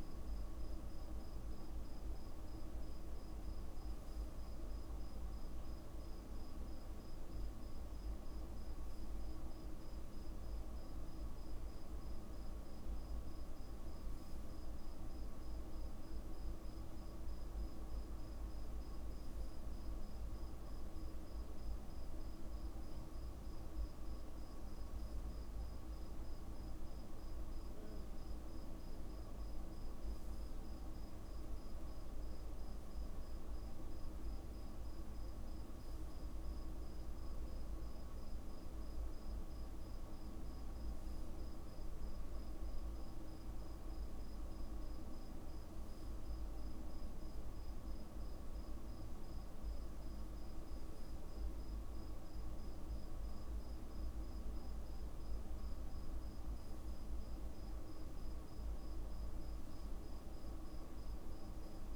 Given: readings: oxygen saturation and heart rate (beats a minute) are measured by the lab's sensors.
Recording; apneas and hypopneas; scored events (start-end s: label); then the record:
breathing in sleep, hard to hear, by a room microphone; none
16.50-18.50 s: long interval between heartbeats (device-marked, heart rate 57 before, 54 extreme)
39.00-41.00 s: long interval between heartbeats (device-marked, heart rate 53 before, 56 extreme)
54.00-56.00 s: long interval between heartbeats (device-marked, heart rate 52 before, 55 extreme)
From the record:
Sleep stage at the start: N2 (light sleep); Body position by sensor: on the back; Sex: male